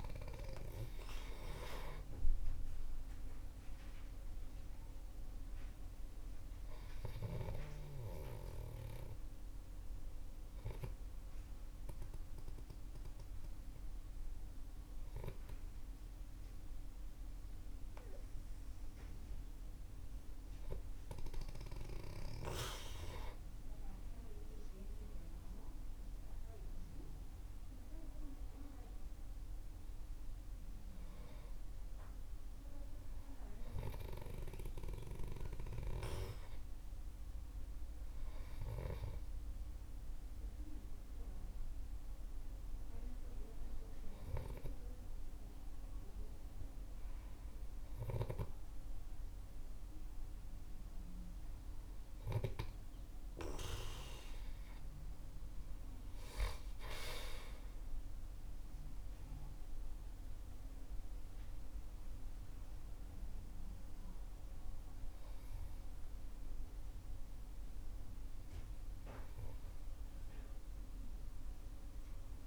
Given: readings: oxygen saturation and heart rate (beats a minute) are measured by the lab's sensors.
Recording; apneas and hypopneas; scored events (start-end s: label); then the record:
breathing in sleep by a room microphone; none
25.00-29.50 s: arousal
From the record:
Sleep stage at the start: N2 (light sleep); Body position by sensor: on the back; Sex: male